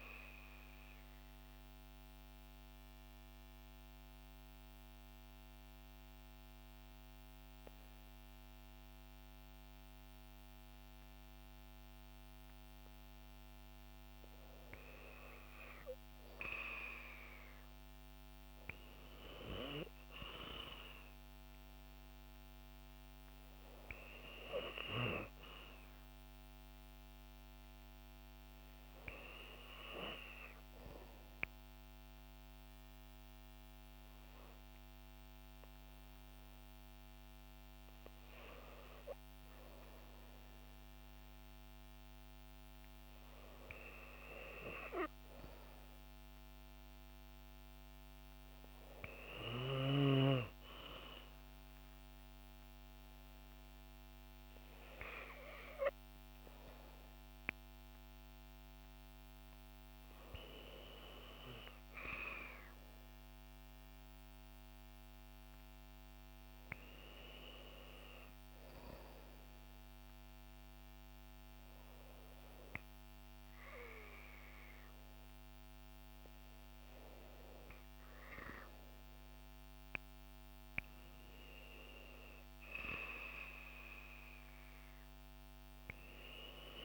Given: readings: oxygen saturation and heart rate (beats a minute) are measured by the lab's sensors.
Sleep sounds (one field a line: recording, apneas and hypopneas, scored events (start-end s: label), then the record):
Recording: breathing in sleep by a microphone on the trachea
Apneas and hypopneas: 1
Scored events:
0.50-15.00 s: hypopnea (oxygen 95% before, 90% lowest, heart rate 65 before, 62 extreme, up 5 after)
12.00-40.00 s: oxygen desaturation (device-marked, oxygen 95% before, 90% lowest, heart rate 64 before, 62 extreme)
16.50-20.50 s: arousal
From the record:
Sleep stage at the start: N2 (light sleep)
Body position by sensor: on the back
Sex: female